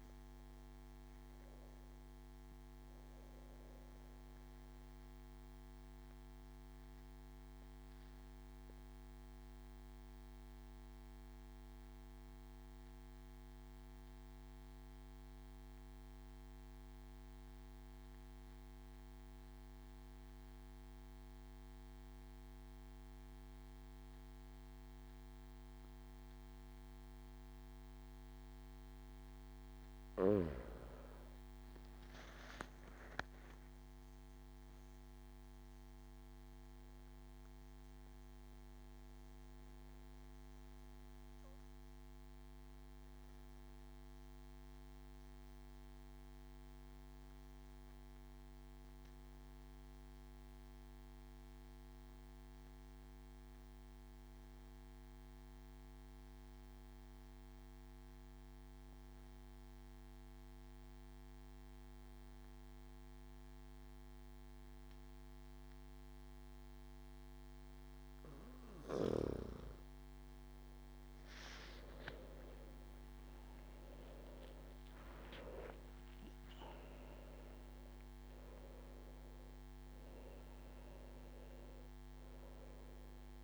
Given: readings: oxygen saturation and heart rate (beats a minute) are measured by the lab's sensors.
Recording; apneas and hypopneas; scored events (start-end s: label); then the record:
breathing in sleep, hard to hear, by a microphone on the trachea; 2
5.00-28.00 s: obstructive apnea (oxygen 95% before, 93% lowest)
29.50-33.50 s: arousal
33.00-47.00 s: oxygen desaturation (device-marked, oxygen 97% before, 93% lowest)
41.50-68.00 s: obstructive apnea (oxygen 98% before, 93% lowest)
70.50-74.50 s: arousal
71.00-83.44 s: oxygen desaturation (device-marked, oxygen 97% before, 93% lowest)
From the record:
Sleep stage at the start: N2 (light sleep); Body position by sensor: on the back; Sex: male